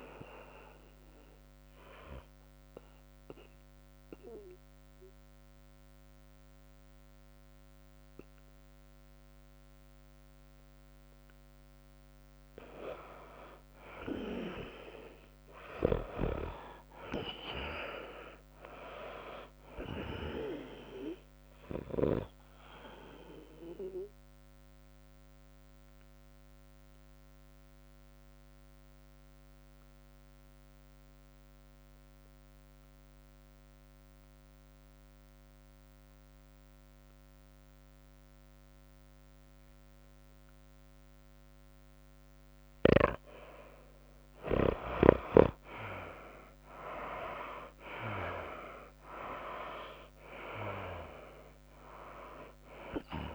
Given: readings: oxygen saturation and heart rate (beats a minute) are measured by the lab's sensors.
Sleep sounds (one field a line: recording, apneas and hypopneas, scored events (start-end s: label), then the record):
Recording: breathing in sleep by a microphone on the trachea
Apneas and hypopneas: 2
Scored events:
0.00-6.50 s: tachycardia (device-marked, heart rate 104 extreme)
0.00-7.50 s: drop in pulse transit time (device-marked, heart rate 102 extreme)
0.00-9.50 s: oxygen desaturation (device-marked, oxygen 83% lowest, heart rate 99 extreme)
3.00-13.00 s: mixed apnea (oxygen 96% before, 77% lowest, heart rate 102 before, 97 extreme, up 2 after)
14.50-18.50 s: arousal
14.50-28.50 s: tachycardia (device-marked, heart rate 111 before, 103 extreme)
18.50-34.50 s: oxygen desaturation (device-marked, oxygen 96% before, 85% lowest, heart rate 102 before, 81 extreme)
25.50-43.00 s: mixed apnea (oxygen 96% before, 77% lowest, heart rate 101 before, 81 extreme, up 10 after)
36.50-53.35 s: oxygen desaturation (device-marked, oxygen 95% before, 77% lowest, heart rate 101 before, 81 extreme)
46.00-50.00 s: arousal
49.50-53.35 s: drop in pulse transit time (device-marked, heart rate 92 before, 91 extreme)
49.50-53.35 s: tachycardia (device-marked, heart rate 111 before, 106 extreme)
From the record:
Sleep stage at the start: N2 (light sleep)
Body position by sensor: on the right side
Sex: female